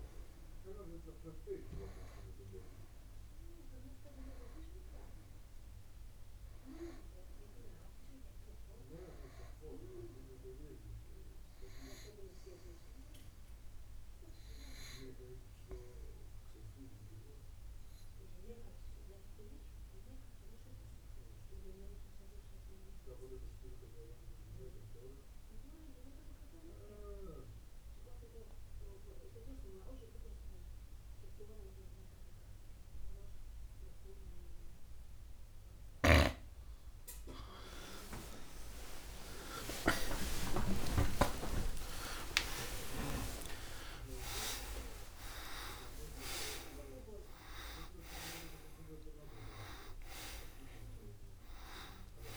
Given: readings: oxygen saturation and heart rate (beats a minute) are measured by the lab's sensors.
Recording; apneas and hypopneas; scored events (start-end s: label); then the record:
a person partly awake in a sleep study, by a room microphone; 1
0.00-2.00 s: oxygen desaturation (device-marked, oxygen 94% lowest, heart rate 56 extreme)
16.00-28.00 s: oxygen desaturation (device-marked, oxygen 96% before, 93% lowest, heart rate 60 before, 56 extreme)
17.00-36.00 s: obstructive apnea (oxygen 96% before, 93% lowest, heart rate 59 before, 56 extreme)
38.00-52.37 s: new sleep stage, awake
From the record:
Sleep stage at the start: N2 (light sleep); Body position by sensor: on the back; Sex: male